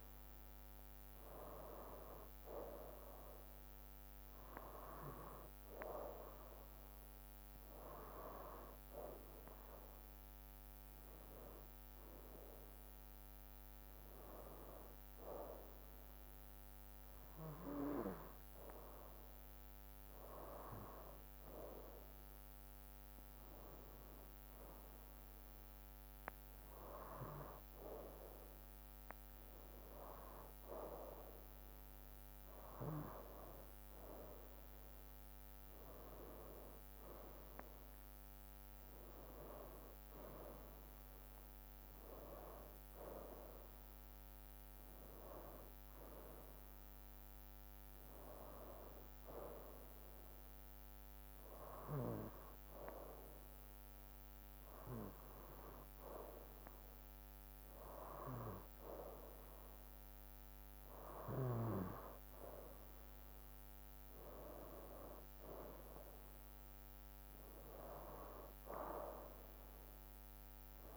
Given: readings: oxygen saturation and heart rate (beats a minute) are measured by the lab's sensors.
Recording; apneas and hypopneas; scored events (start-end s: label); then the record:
breathing in sleep by a microphone on the trachea; none
none scored
From the record:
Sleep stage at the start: N2 (light sleep); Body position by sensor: on the right side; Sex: male